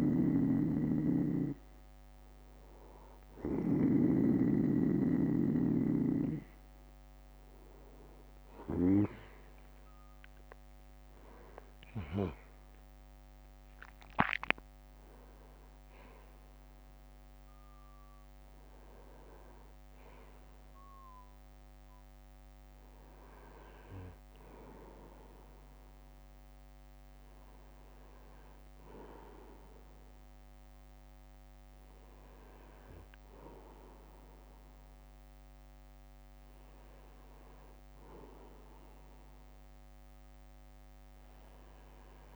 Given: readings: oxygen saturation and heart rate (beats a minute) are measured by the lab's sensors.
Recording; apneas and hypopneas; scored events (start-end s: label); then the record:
breathing in sleep by a microphone on the trachea; none
2.00-4.00 s: bradycardia (device-marked, heart rate 65 before, 58 extreme)
10.50-14.00 s: arousal
29.00-31.00 s: bradycardia (device-marked, heart rate 65 before, 63 extreme)
38.00-40.00 s: bradycardia (device-marked, heart rate 65 before, 62 extreme)
From the record:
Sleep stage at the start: N2 (light sleep); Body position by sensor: on the back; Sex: male